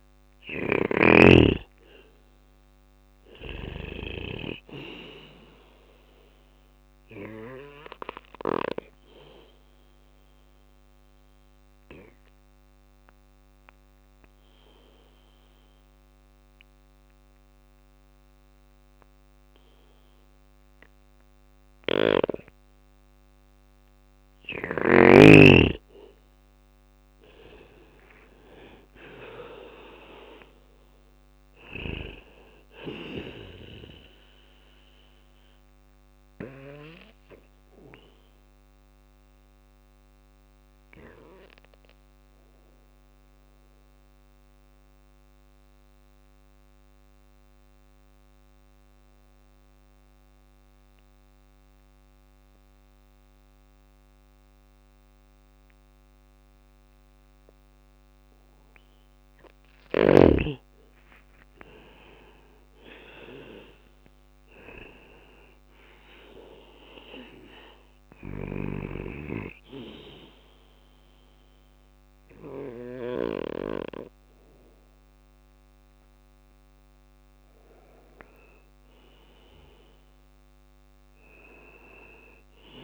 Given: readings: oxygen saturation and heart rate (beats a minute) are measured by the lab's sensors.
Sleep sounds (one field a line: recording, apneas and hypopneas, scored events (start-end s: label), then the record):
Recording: breathing in sleep by a microphone on the trachea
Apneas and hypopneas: 2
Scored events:
0.00-2.50 s: arousal
0.00-7.50 s: snoring (device-marked)
3.50-17.50 s: oxygen desaturation (device-marked, oxygen 99% before, 94% lowest, heart rate 60 before, 55 extreme)
6.50-20.50 s: bradycardia (device-marked, heart rate 60 before, 58 extreme)
7.00-22.00 s: obstructive apnea (oxygen 99% before, 92% lowest, heart rate 60 before, 55 extreme, up 9 after)
20.50-24.00 s: snoring (device-marked)
27.00-31.00 s: arousal
27.50-41.50 s: drop in pulse transit time (device-marked, heart rate 59 before, 55 extreme)
32.50-48.50 s: bradycardia (device-marked, heart rate 60 before, 55 extreme)
34.50-45.50 s: oxygen desaturation (device-marked, oxygen 97% before, 93% lowest, heart rate 61 before, 55 extreme)
35.50-57.50 s: obstructive apnea (oxygen 98% before, 92% lowest, heart rate 61 before, 55 extreme, up 7 after)
59.50-63.50 s: arousal
61.50-69.50 s: drop in pulse transit time (device-marked, heart rate 59 before, 62 extreme)
67.50-72.50 s: snoring (device-marked)
68.50-82.84 s: oxygen desaturation (device-marked, oxygen 99% before, 92% lowest, heart rate 61 before, 59 extreme)
70.50-73.50 s: bradycardia (device-marked, heart rate 60 before, 60 extreme)
74.50-78.50 s: arousal
78.50-82.84 s: drop in pulse transit time (device-marked, heart rate 62 before, 61 extreme)
From the record:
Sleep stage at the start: N2 (light sleep)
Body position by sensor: on the back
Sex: male